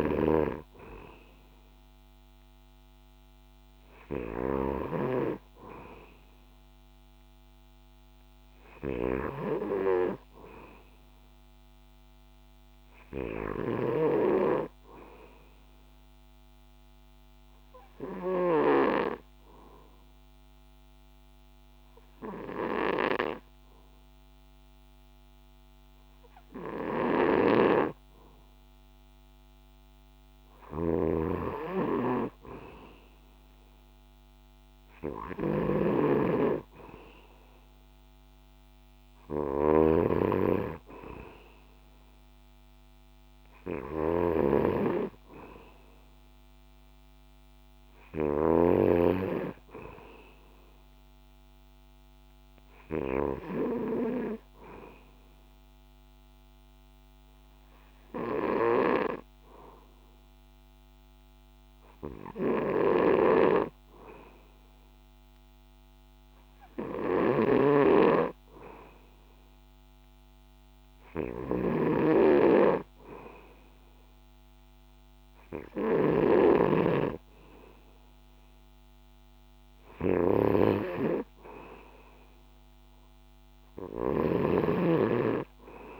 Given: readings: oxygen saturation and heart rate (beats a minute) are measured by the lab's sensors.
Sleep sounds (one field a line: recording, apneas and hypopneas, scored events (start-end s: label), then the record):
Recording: breathing in sleep by a microphone on the trachea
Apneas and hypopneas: 1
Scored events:
0.00-5.00 s: snoring (device-marked)
0.00-8.00 s: oxygen desaturation (device-marked, oxygen 88% lowest, heart rate 62 extreme)
10.00-13.00 s: arousal
13.50-18.50 s: snoring (device-marked)
16.50-30.00 s: obstructive apnea (oxygen 99% before, 93% lowest, heart rate 64 before, 62 extreme, up 2 after)
27.00-48.50 s: snoring (device-marked)
32.00-35.00 s: arousal
36.00-51.00 s: oxygen desaturation (device-marked, oxygen 96% before, 93% lowest, heart rate 64 before, 62 extreme)
63.00-86.00 s: snoring (device-marked)
From the record:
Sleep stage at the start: N2 (light sleep)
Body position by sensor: on the back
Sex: male